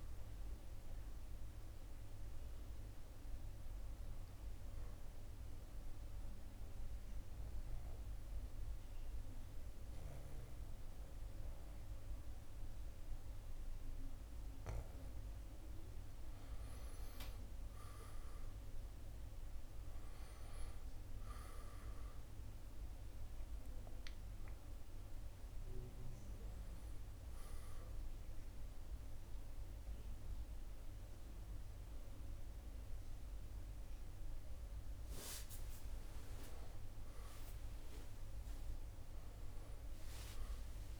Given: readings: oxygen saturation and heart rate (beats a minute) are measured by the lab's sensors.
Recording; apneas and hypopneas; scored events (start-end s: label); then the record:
breathing in sleep, hard to hear, by a room microphone; 1
0.00-3.50 s: oxygen desaturation (device-marked, oxygen 88% lowest, heart rate 63 extreme)
4.50-41.00 s: new sleep stage, N2 (light sleep)
5.00-16.50 s: mixed apnea (oxygen 95% before, 88% lowest, heart rate 71 before, 63 extreme, up 7 after)
20.00-24.50 s: arousal
21.50-32.50 s: drop in pulse transit time (device-marked, heart rate 67 before, 69 extreme)
22.50-38.50 s: oxygen desaturation (device-marked, oxygen 96% before, 88% lowest, heart rate 67 before, 70 extreme)
40.00-41.00 s: arousal
From the record:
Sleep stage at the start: N1 (lightest sleep); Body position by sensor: on the back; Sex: male